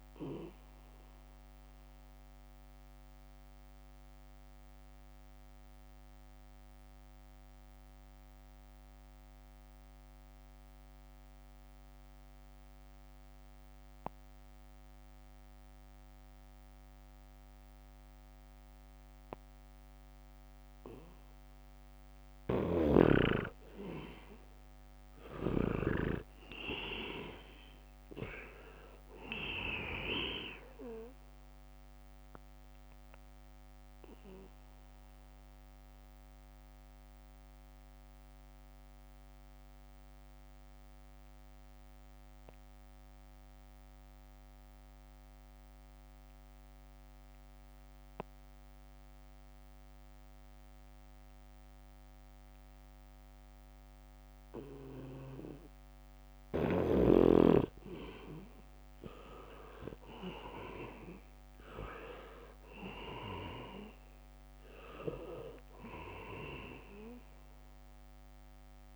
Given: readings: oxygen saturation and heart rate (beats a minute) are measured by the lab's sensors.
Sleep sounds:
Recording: breathing in sleep by a microphone on the trachea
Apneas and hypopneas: 2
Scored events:
0.00-15.00 s: oxygen desaturation (device-marked, oxygen 79% lowest, heart rate 67 extreme)
1.50-22.50 s: mixed apnea (oxygen 98% before, 78% lowest, heart rate 69 before, 67 extreme, up 3 after)
22.00-50.00 s: oxygen desaturation (device-marked, oxygen 98% before, 80% lowest, heart rate 70 before, 66 extreme)
22.50-26.00 s: snoring (device-marked)
24.00-28.50 s: arousal
34.00-57.00 s: obstructive apnea (oxygen 98% before, 78% lowest, heart rate 70 before, 66 extreme, up 2 after)
56.00-61.50 s: leg movement (device-marked)
58.00-68.96 s: oxygen desaturation (device-marked, oxygen 98% before, 78% lowest, heart rate 70 before, 66 extreme)
59.50-63.50 s: arousal
61.50-67.50 s: leg movement (device-marked)
From the record:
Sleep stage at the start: N2 (light sleep)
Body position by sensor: on the back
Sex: male

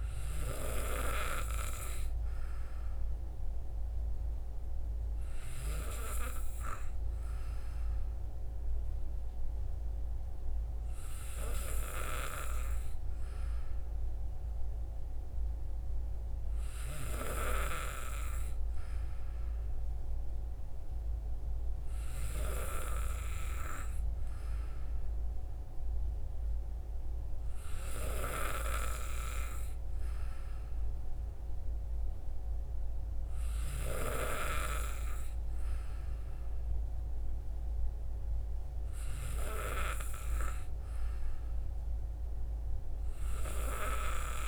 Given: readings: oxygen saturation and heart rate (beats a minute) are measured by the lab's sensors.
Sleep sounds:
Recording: breathing in sleep by a room microphone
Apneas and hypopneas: none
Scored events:
none scored
From the record:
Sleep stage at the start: N2 (light sleep)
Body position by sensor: on the back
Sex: male

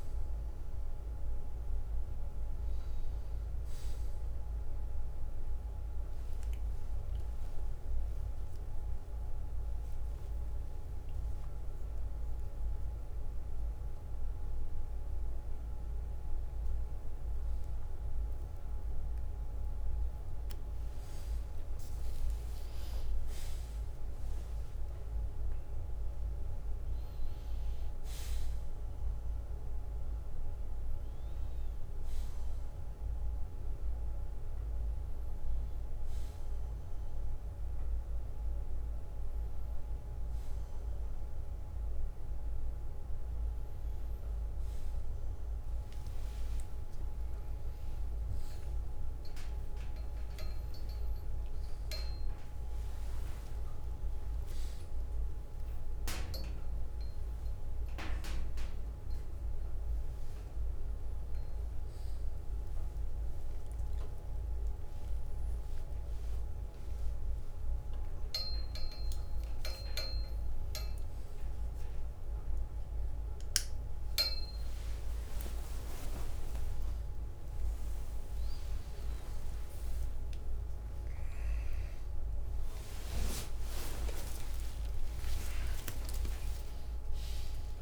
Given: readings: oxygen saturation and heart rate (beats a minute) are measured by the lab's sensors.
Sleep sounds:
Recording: a person awake in a sleep study, hard to hear, by a room microphone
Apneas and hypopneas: none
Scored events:
52.50-56.50 s: tachycardia (device-marked, heart rate 75 before, 105 extreme)
76.50-78.50 s: tachycardia (device-marked, heart rate 76 before, 100 extreme)
81.50-87.50 s: tachycardia (device-marked, heart rate 76 before, 120 extreme)
From the record:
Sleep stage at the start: awake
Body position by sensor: on the right side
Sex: male

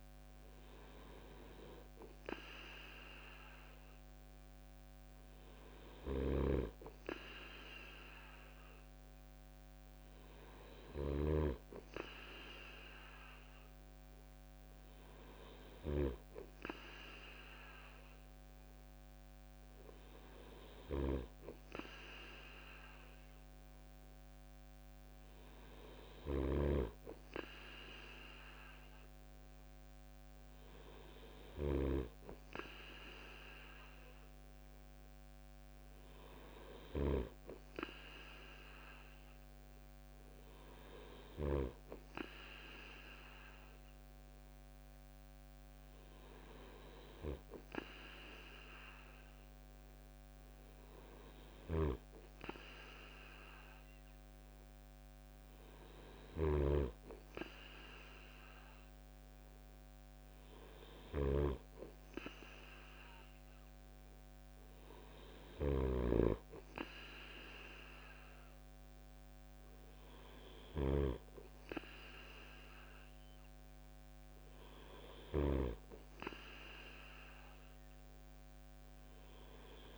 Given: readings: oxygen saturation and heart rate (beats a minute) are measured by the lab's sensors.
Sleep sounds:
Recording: breathing in sleep by a microphone on the trachea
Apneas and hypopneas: none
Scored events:
5.50-15.50 s: snoring (device-marked)
25.50-41.00 s: snoring (device-marked)
46.50-59.50 s: drop in pulse transit time (device-marked, heart rate 65 before, 65 extreme)
51.00-79.98 s: snoring (device-marked)
From the record:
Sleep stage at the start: N2 (light sleep)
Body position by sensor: on the right side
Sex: male

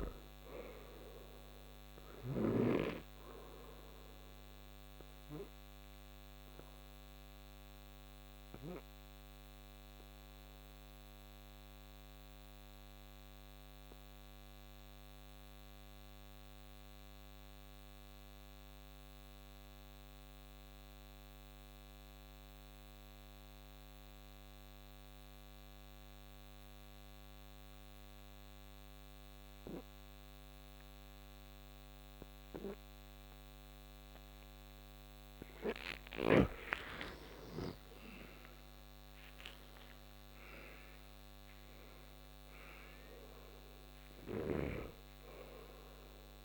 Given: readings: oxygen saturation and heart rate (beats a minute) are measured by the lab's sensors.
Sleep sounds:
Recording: breathing in sleep by a microphone on the trachea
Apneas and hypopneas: 1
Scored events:
0.00-3.00 s: snoring (device-marked)
0.00-17.00 s: oxygen desaturation (device-marked, oxygen 82% lowest, heart rate 62 extreme)
5.00-36.50 s: obstructive apnea (oxygen 99% before, 79% lowest, heart rate 67 before, 58 extreme, up 21 after)
25.00-46.45 s: oxygen desaturation (device-marked, oxygen 99% before, 79% lowest, heart rate 64 before, 58 extreme)
37.50-41.00 s: arousal
From the record:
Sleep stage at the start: N2 (light sleep)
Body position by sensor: on the back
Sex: male

